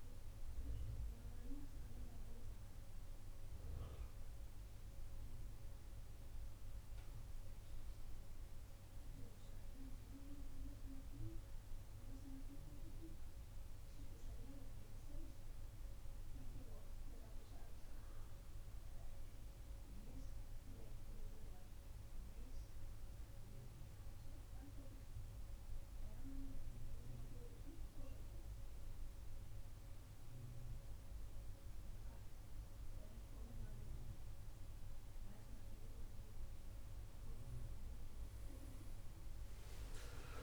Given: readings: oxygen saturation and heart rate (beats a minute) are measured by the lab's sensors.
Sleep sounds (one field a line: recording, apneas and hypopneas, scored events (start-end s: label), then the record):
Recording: breathing in sleep by a room microphone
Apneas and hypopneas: 1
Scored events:
8.50-12.00 s: arousal
17.50-30.00 s: central apnea (oxygen 97% before, 94% lowest, heart rate 74 before, 67 extreme, up 3 after)
From the record:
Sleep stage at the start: N2 (light sleep)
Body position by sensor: on the right side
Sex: male